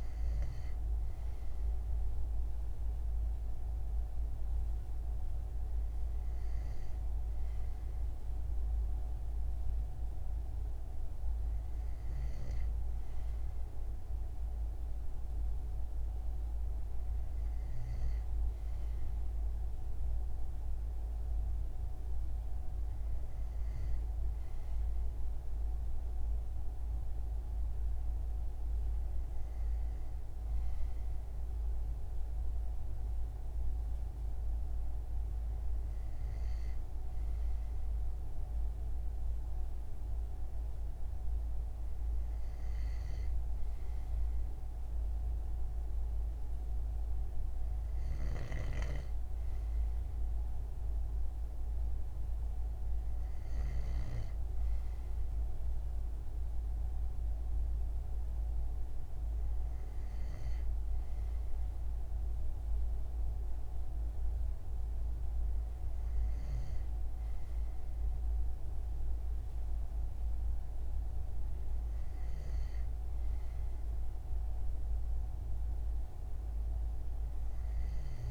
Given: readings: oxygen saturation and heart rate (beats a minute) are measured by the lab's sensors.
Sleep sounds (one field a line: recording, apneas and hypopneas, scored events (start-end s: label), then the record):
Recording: breathing in sleep, hard to hear, by a room microphone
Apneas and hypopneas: none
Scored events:
47.50-53.50 s: snoring (device-marked)
From the record:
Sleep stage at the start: N2 (light sleep)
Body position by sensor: on the front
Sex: male